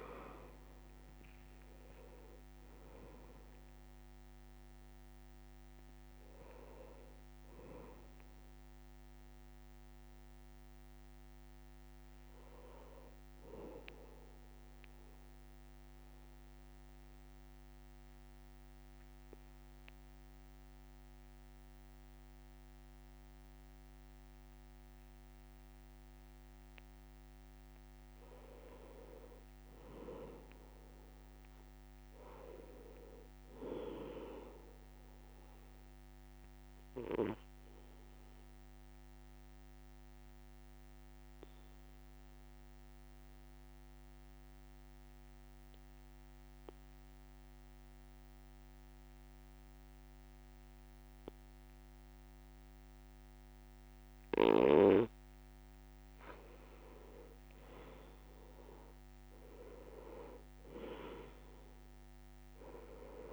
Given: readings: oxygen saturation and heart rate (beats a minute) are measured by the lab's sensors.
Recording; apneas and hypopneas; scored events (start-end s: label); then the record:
breathing in sleep by a microphone on the trachea; 2
1.50-3.50 s: long interval between heartbeats (device-marked, heart rate 62 before, 85 extreme)
15.00-27.00 s: obstructive apnea (oxygen 98% before, 91% lowest, heart rate 69 before, 60 extreme, up 4 after)
28.50-33.50 s: arousal
34.00-51.00 s: oxygen desaturation (device-marked, oxygen 100% before, 95% lowest, heart rate 62 before, 59 extreme)
39.00-55.00 s: obstructive apnea (oxygen 100% before, 92% lowest, heart rate 62 before, 58 extreme, up 3 after)
57.00-62.00 s: arousal
58.00-63.33 s: oxygen desaturation (device-marked, oxygen 98% before, 92% lowest, heart rate 61 before, 58 extreme)
From the record:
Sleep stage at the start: N2 (light sleep); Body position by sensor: on the back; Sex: male